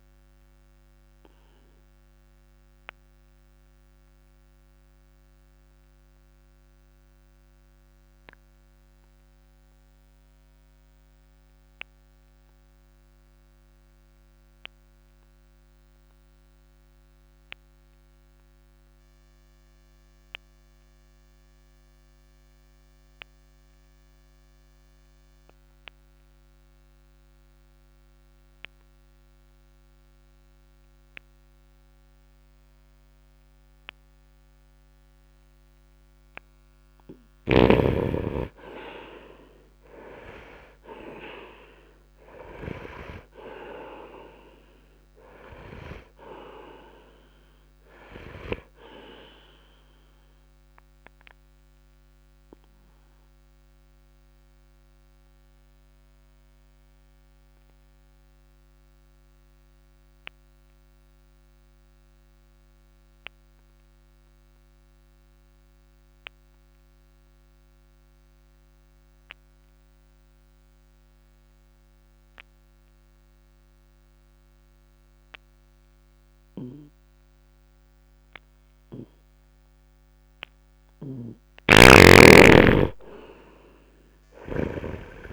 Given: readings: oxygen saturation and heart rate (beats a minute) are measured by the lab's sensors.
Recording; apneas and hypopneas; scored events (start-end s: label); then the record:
breathing in sleep by a microphone on the trachea; 2
0.00-21.50 s: oxygen desaturation (device-marked, oxygen 80% lowest, heart rate 48 extreme)
0.50-36.00 s: obstructive apnea (oxygen 98% before, 78% lowest, heart rate 62 before, 48 extreme, up 10 after)
27.50-69.50 s: oxygen desaturation (device-marked, oxygen 98% before, 78% lowest, heart rate 64 before, 48 extreme)
37.50-41.50 s: arousal
51.00-80.50 s: obstructive apnea (oxygen 98% before, 78% lowest, heart rate 56 before, 55 extreme, up 2 after)
79.50-85.33 s: oxygen desaturation (device-marked, oxygen 98% before, 79% lowest, heart rate 65 before, 49 extreme)
81.50-85.00 s: snoring (device-marked)
83.00-85.33 s: arousal
From the record:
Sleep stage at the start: N2 (light sleep); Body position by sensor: on the right side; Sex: male